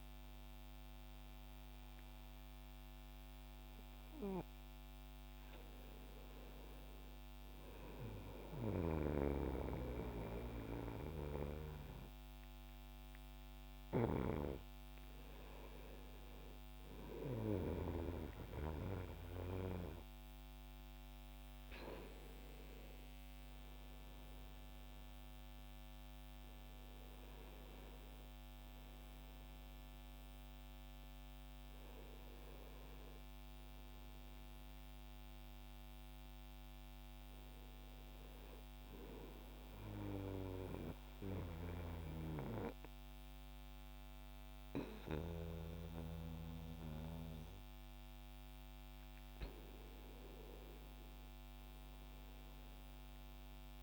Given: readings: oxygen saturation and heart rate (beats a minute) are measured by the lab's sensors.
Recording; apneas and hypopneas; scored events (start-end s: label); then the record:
breathing in sleep by a microphone on the trachea; 1
6.00-53.83 s: new sleep stage, N2 (light sleep)
7.00-23.00 s: oxygen desaturation (device-marked, oxygen 95% before, 91% lowest, heart rate 68 before, 64 extreme)
23.50-27.50 s: arousal
29.00-34.00 s: oxygen desaturation (device-marked, oxygen 94% before, 90% lowest, heart rate 66 before, 64 extreme)
39.00-49.00 s: central apnea (oxygen 94% before, 86% lowest, heart rate 67 before, 63 extreme, up 3 after)
51.00-53.83 s: arousal
From the record:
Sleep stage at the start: N1 (lightest sleep); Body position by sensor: on the back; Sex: male